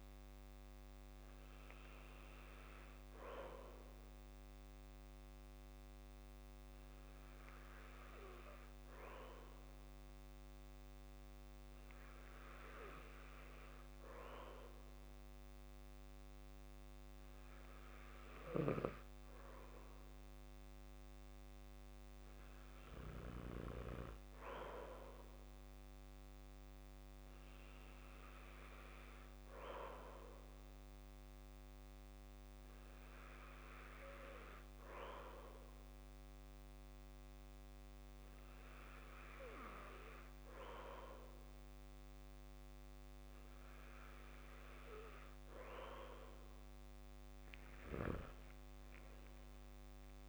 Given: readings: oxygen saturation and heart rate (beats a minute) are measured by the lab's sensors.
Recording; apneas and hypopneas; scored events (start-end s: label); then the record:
breathing in sleep by a microphone on the trachea; none
none scored
From the record:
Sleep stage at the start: N2 (light sleep); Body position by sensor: on the back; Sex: male